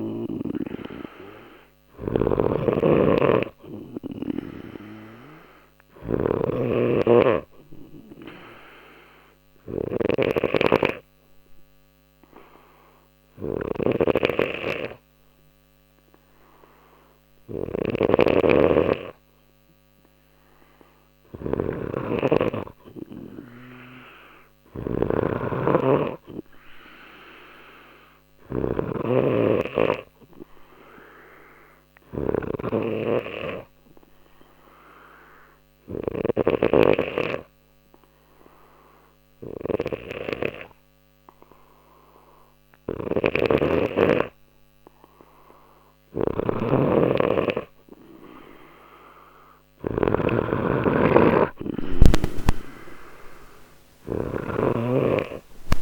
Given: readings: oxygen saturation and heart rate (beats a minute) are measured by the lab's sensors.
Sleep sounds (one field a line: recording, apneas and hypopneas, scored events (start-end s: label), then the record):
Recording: breathing in sleep by a microphone on the trachea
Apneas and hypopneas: 2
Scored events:
0.00-55.82 s: snoring (device-marked)
5.50-20.00 s: obstructive apnea (oxygen 97% before, 93% lowest, heart rate 60 before, 59 extreme, up 1 after)
23.00-26.00 s: arousal
32.50-45.00 s: obstructive apnea (oxygen 94% before, 93% lowest, heart rate 60 before, 60 extreme, up 0 after)
47.50-50.50 s: arousal
From the record:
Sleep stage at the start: N2 (light sleep)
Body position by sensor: on the left side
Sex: male